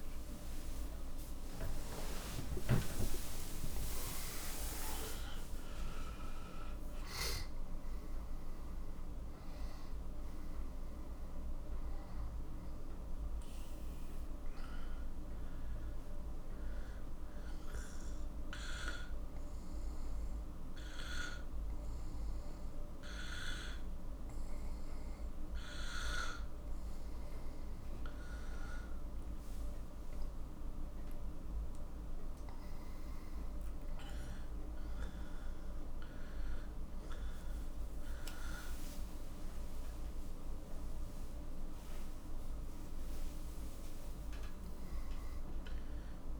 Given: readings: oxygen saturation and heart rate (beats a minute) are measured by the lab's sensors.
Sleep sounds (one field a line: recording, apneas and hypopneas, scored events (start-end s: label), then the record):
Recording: breathing in sleep by a room microphone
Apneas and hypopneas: 1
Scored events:
0.00-4.00 s: arousal
0.00-21.00 s: oxygen desaturation (device-marked, oxygen 91% lowest, heart rate 52 extreme)
18.00-28.50 s: obstructive apnea (oxygen 97% before, 92% lowest, heart rate 86 before, 52 extreme, up 12 after)
30.50-34.50 s: arousal
From the record:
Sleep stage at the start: N2 (light sleep)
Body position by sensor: on the back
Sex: male